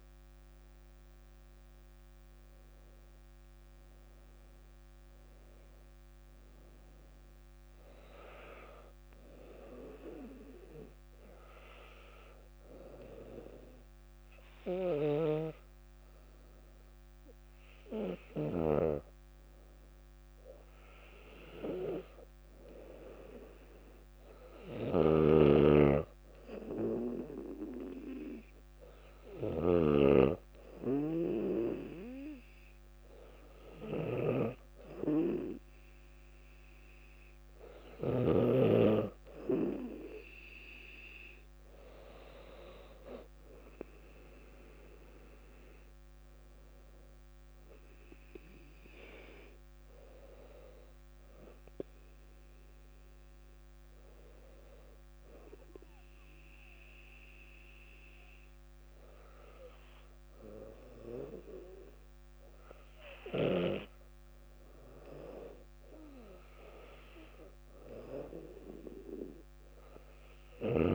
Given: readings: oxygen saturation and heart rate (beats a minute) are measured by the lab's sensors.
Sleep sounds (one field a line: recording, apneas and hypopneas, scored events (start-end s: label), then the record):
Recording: breathing in sleep by a microphone on the trachea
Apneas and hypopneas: 2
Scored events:
9.50-21.00 s: obstructive apnea (oxygen 97% before, 96% lowest, heart rate 63 before, 59 extreme, up 3 after)
25.00-28.50 s: arousal
25.00-38.50 s: snoring (device-marked)
54.00-66.50 s: obstructive apnea (oxygen 98% before, 96% lowest, heart rate 65 before, 60 extreme, up 2 after)
68.50-70.95 s: arousal
From the record:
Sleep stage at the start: N2 (light sleep)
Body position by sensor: on the back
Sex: female